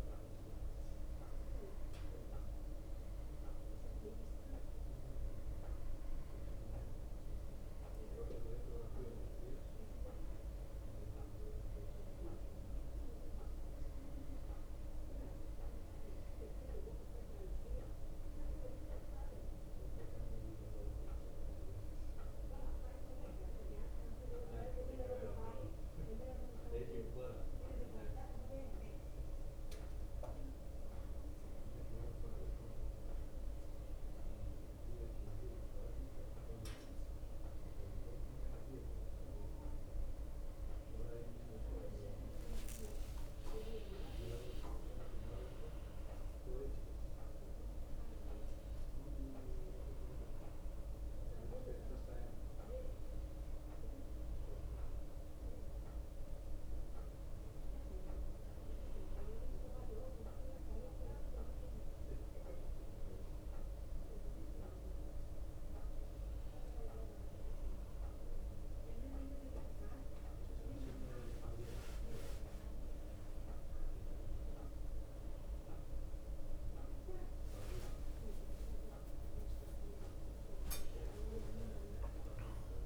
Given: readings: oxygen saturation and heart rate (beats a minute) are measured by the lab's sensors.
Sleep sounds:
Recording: breathing in sleep by a room microphone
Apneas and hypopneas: 1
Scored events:
21.50-33.00 s: hypopnea (oxygen 92% before, 90% lowest)
42.00-46.50 s: arousal
51.00-82.86 s: new sleep stage, N2 (light sleep)
From the record:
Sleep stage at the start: N1 (lightest sleep)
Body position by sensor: on the back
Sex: male

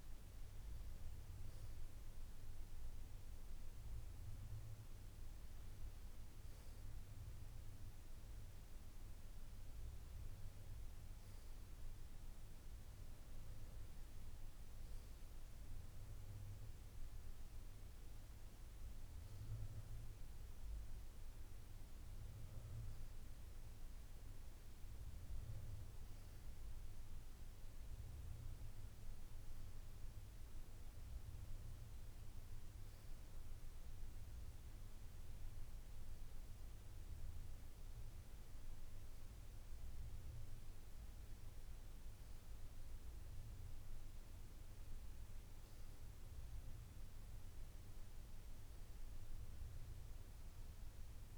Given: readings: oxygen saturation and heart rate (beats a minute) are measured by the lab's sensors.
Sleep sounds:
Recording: a person partly awake in a sleep study, hard to hear, by a room microphone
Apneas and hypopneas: none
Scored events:
17.00-51.38 s: new sleep stage, N1 (lightest sleep)
From the record:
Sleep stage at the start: awake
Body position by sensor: on the back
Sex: female

